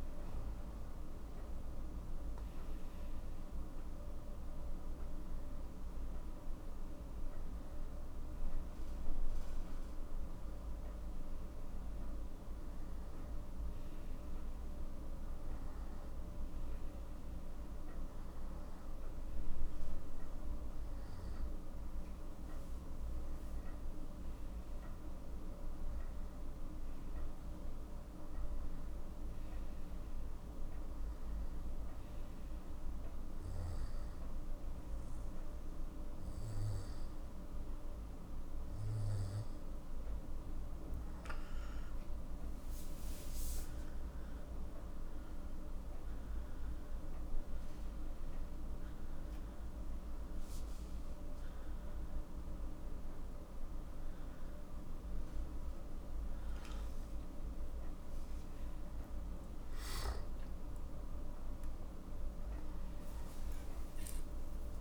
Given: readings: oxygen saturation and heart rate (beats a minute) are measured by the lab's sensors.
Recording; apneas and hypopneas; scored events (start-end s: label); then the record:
breathing in sleep, hard to hear, by a room microphone; none
51.50-64.81 s: new sleep stage, N1 (lightest sleep)
63.50-64.81 s: arousal
From the record:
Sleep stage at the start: N2 (light sleep); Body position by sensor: on the back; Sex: male